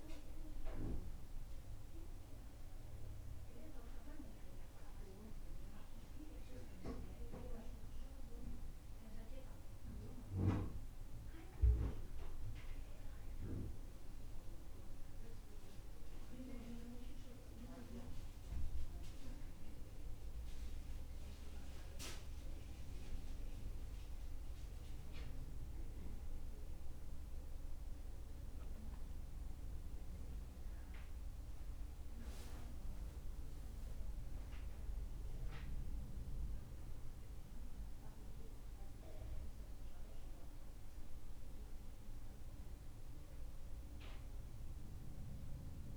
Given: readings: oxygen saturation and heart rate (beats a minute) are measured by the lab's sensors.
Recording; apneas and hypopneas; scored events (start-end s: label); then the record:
breathing in sleep by a room microphone; none
none scored
From the record:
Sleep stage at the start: N2 (light sleep); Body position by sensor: on the back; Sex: male